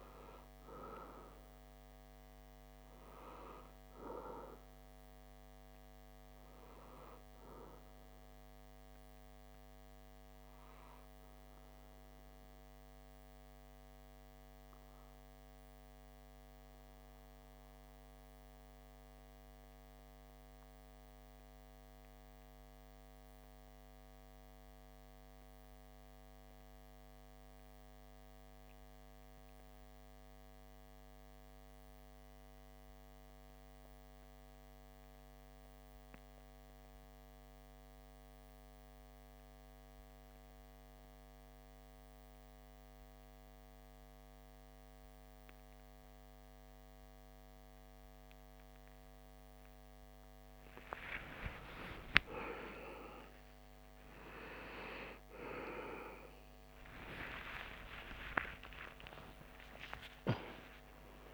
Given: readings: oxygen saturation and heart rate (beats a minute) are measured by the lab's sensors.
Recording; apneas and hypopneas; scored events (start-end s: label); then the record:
breathing in sleep by a microphone on the trachea; 1
0.00-23.00 s: oxygen desaturation (device-marked, oxygen 89% lowest)
11.50-49.50 s: obstructive apnea (oxygen 97% before, 89% lowest)
43.00-61.34 s: oxygen desaturation (device-marked, oxygen 98% before, 94% lowest)
51.00-58.00 s: arousal
From the record:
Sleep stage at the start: N2 (light sleep); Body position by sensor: on the back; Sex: male